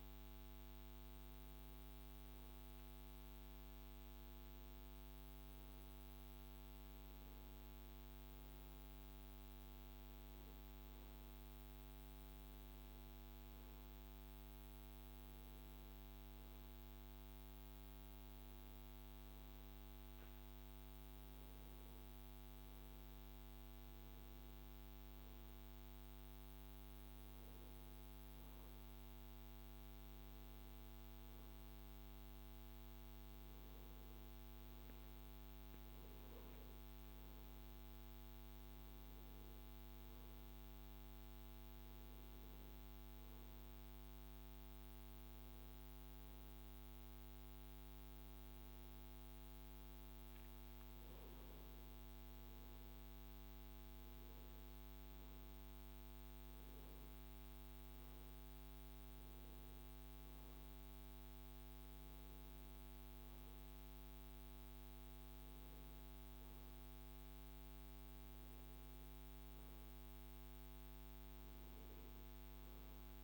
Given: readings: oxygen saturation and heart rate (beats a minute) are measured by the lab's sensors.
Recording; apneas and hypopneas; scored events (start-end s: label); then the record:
breathing in sleep, hard to hear, by a microphone on the trachea; none
none scored
From the record:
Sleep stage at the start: N2 (light sleep); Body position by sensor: on the right side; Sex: male